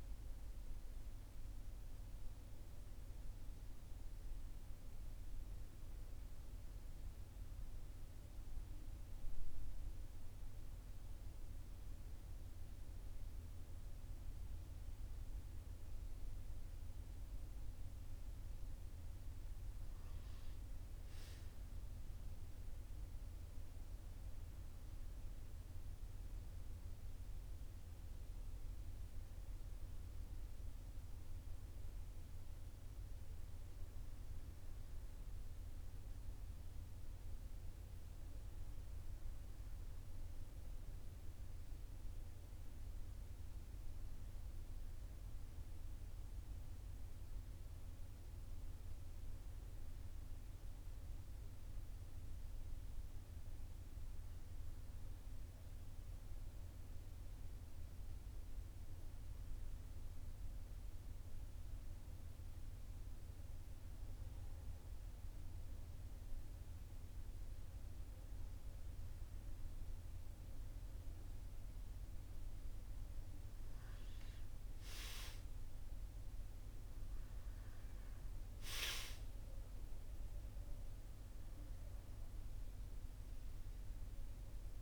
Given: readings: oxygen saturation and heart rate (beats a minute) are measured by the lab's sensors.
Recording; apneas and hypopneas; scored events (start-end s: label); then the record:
breathing in sleep, hard to hear, by a room microphone; none
none scored
From the record:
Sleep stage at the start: N1 (lightest sleep); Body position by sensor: on the right side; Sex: male